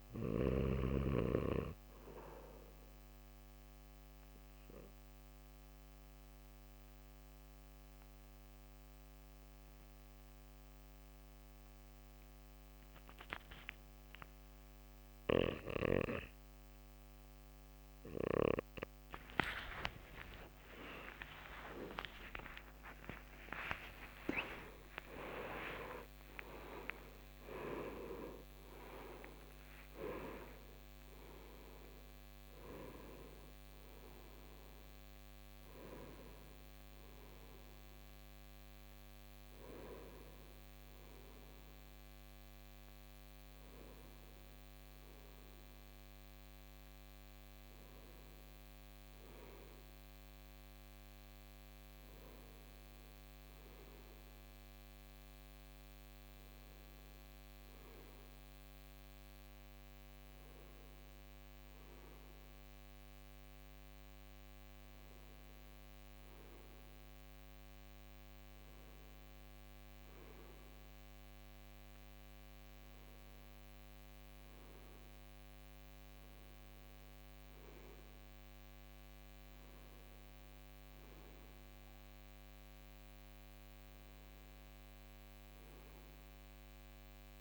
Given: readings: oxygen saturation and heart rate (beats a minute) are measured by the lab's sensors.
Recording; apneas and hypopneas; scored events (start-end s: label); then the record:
breathing in sleep by a microphone on the trachea; 1
3.50-18.50 s: obstructive apnea (oxygen 96% before, 93% lowest, heart rate 113 before, 70 extreme, up 1 after)
20.00-25.50 s: arousal
37.00-67.00 s: new sleep stage, N1 (lightest sleep)
67.00-87.41 s: new sleep stage, N2 (light sleep)
From the record:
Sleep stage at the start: N2 (light sleep); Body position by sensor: on the right side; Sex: male